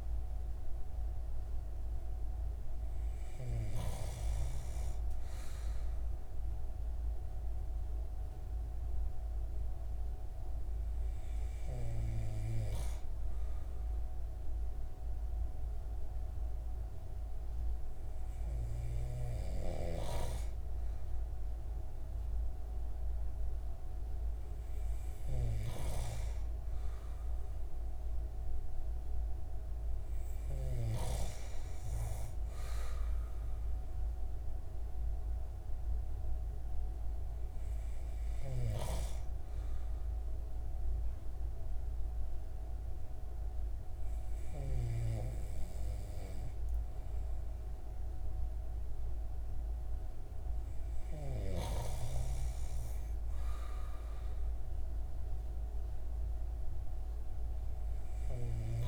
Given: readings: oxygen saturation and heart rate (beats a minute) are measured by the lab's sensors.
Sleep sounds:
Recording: breathing in sleep by a room microphone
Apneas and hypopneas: none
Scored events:
none scored
From the record:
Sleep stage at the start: N2 (light sleep)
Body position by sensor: on the right side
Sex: male

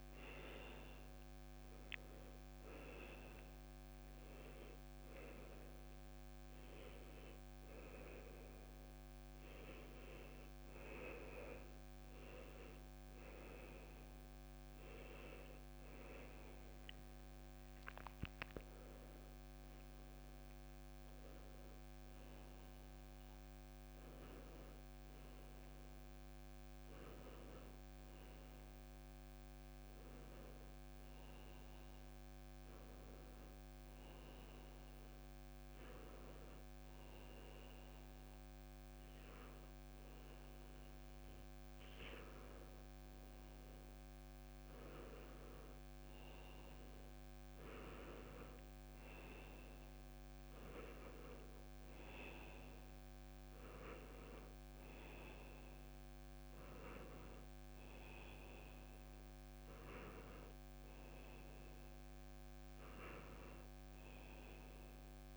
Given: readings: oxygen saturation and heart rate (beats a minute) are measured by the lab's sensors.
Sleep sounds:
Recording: breathing in sleep by a microphone on the trachea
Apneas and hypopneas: none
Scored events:
16.50-20.50 s: arousal
From the record:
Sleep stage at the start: N1 (lightest sleep)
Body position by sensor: on the back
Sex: male

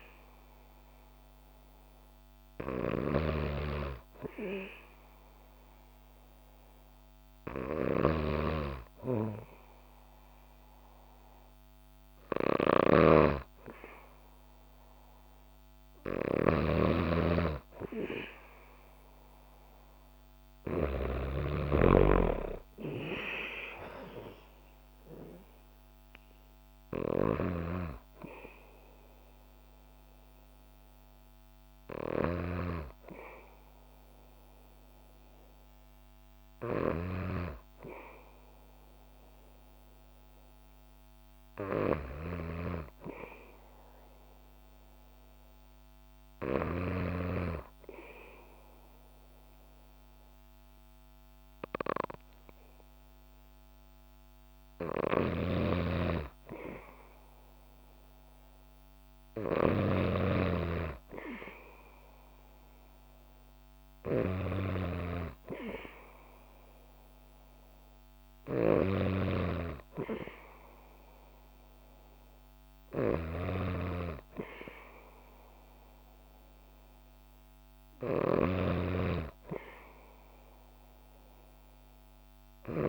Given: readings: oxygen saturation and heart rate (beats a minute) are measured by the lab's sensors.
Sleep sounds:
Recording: breathing in sleep by a microphone on the trachea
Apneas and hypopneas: 2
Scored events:
2.50-21.00 s: snoring (device-marked)
3.50-15.50 s: hypopnea (oxygen 96% before, 93% lowest, heart rate 63 before, 59 extreme, up 17 after)
18.00-21.50 s: arousal
21.00-45.00 s: oxygen desaturation (device-marked, oxygen 96% before, 93% lowest, heart rate 64 before, 59 extreme)
27.00-32.50 s: snoring (device-marked)
43.50-54.00 s: hypopnea (oxygen 96% before, 94% lowest, heart rate 66 before, 62 extreme, up 3 after)
55.00-59.50 s: snoring (device-marked)
55.50-58.50 s: arousal
78.00-82.89 s: snoring (device-marked)
From the record:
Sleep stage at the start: N2 (light sleep)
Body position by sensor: on the back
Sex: female

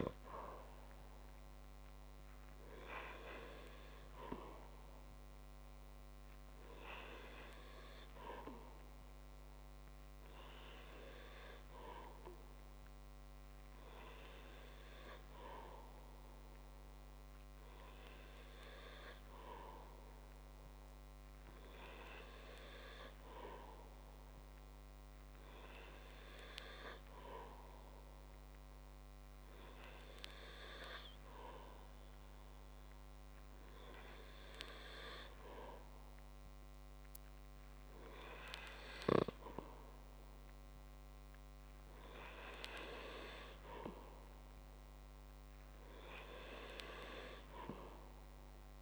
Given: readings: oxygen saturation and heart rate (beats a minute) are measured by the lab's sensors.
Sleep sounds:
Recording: breathing in sleep by a microphone on the trachea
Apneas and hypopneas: none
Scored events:
none scored
From the record:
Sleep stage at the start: N3 (deep sleep)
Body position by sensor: on the back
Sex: male

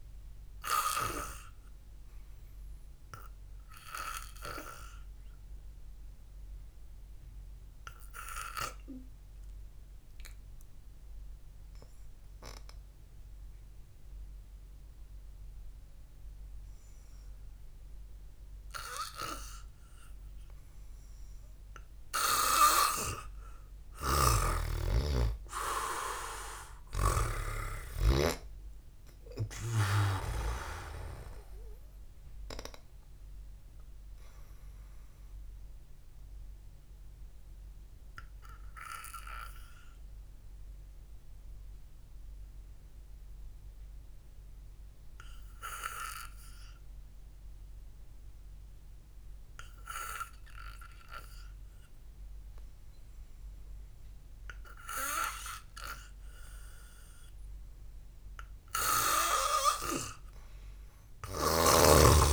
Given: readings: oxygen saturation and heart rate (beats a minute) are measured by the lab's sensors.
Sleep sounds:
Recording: breathing in sleep by a room microphone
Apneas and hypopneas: 2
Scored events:
0.00-9.00 s: oxygen desaturation (device-marked, oxygen 94% lowest, heart rate 55 extreme)
3.50-19.00 s: obstructive apnea (oxygen 97% before, 91% lowest, heart rate 60 before, 55 extreme)
16.00-28.00 s: oxygen desaturation (device-marked, oxygen 95% before, 91% lowest, heart rate 63 before, 55 extreme)
24.00-27.50 s: snoring (device-marked)
25.50-31.00 s: arousal
36.50-55.50 s: obstructive apnea (oxygen 97% before, 90% lowest, heart rate 60 before, 55 extreme, up 0 after)
59.00-62.32 s: oxygen desaturation (device-marked, oxygen 98% before, 90% lowest, heart rate 64 before, 54 extreme)
From the record:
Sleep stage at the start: N2 (light sleep)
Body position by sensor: on the back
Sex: male

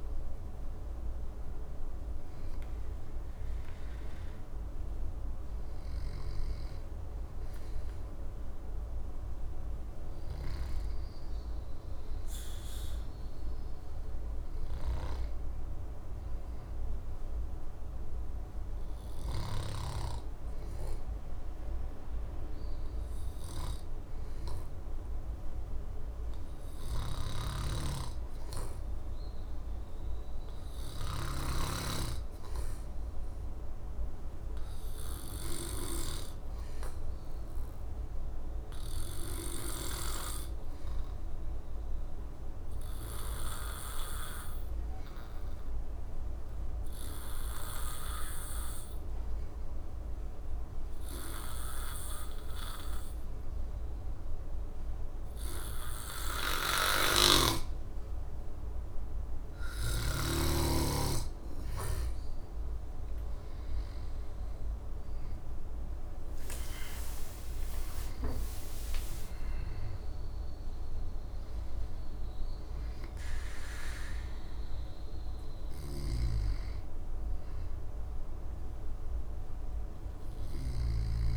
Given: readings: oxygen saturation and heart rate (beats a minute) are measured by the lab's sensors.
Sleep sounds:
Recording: breathing in sleep by a room microphone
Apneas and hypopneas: 1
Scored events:
0.00-2.00 s: oxygen desaturation (device-marked, oxygen 91% lowest, heart rate 65 extreme)
20.50-60.00 s: hypopnea (oxygen 99% before, 91% lowest, heart rate 72 before, 65 extreme, up 10 after)
27.00-31.50 s: snoring (device-marked)
50.00-81.37 s: oxygen desaturation (device-marked, oxygen 97% before, 91% lowest, heart rate 69 before, 66 extreme)
56.50-60.00 s: snoring (device-marked)
63.00-66.50 s: arousal
75.50-81.00 s: snoring (device-marked)
From the record:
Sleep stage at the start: N2 (light sleep)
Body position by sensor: on the back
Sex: male

